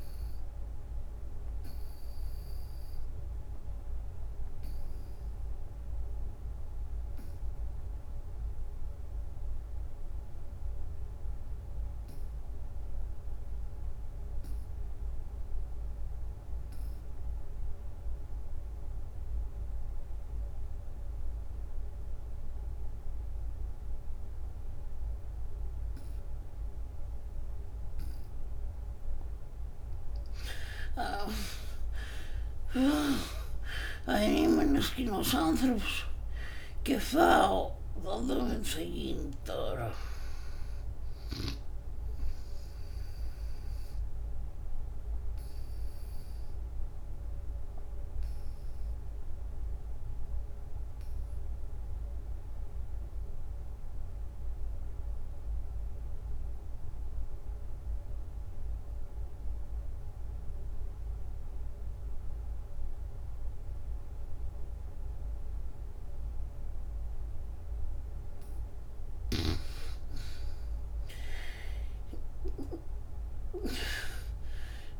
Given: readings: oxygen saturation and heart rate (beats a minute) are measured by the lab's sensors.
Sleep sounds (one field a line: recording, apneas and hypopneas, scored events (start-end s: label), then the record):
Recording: breathing in sleep by a room microphone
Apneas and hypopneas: 2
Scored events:
0.00-11.50 s: oxygen desaturation (device-marked, oxygen 57% lowest, heart rate 67 extreme)
1.00-28.50 s: obstructive apnea (oxygen 96% before, 55% lowest, heart rate 85 before, 69 extreme, up 22 after)
13.50-50.50 s: oxygen desaturation (device-marked, oxygen 96% before, 55% lowest, heart rate 93 before, 64 extreme)
17.50-75.00 s: new sleep stage, N2 (light sleep)
30.00-35.50 s: arousal
34.50-38.50 s: snoring (device-marked)
44.50-68.00 s: obstructive apnea (oxygen 91% before, 52% lowest, heart rate 94 before, 64 extreme, up 52 after)
65.50-75.00 s: oxygen desaturation (device-marked, oxygen 95% before, 58% lowest, heart rate 72 before, 65 extreme)
70.50-74.00 s: arousal
From the record:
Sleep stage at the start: REM sleep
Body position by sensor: on the back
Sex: female